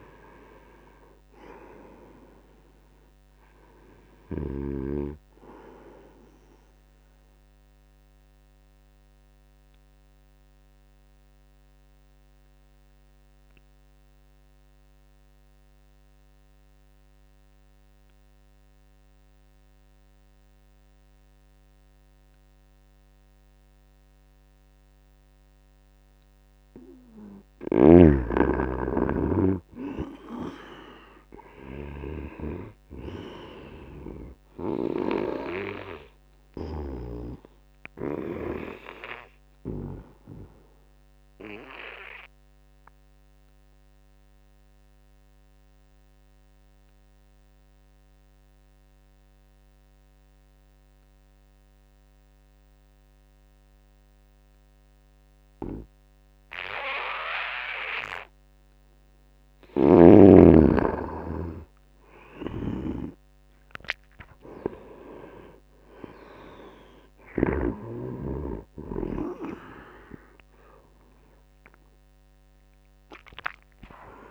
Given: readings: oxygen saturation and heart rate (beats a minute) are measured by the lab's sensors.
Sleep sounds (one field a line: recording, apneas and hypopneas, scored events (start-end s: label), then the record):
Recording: breathing in sleep by a microphone on the trachea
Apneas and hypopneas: 2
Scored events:
0.00-1.50 s: oxygen desaturation (device-marked, oxygen 91% lowest, heart rate 75 extreme)
6.50-26.50 s: obstructive apnea (oxygen 97% before, 85% lowest, heart rate 86 before, 73 extreme, up 3 after)
26.50-50.50 s: oxygen desaturation (device-marked, oxygen 97% before, 88% lowest, heart rate 79 before, 74 extreme)
27.50-32.50 s: snoring (device-marked)
28.50-32.50 s: arousal
37.00-58.00 s: obstructive apnea (oxygen 97% before, 85% lowest, heart rate 76 before, 74 extreme, up 2 after)
59.50-67.50 s: snoring (device-marked)
60.50-64.50 s: arousal
62.50-74.31 s: oxygen desaturation (device-marked, oxygen 97% before, 85% lowest, heart rate 78 before, 71 extreme)
From the record:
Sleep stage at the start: N2 (light sleep)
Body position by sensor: on the back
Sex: male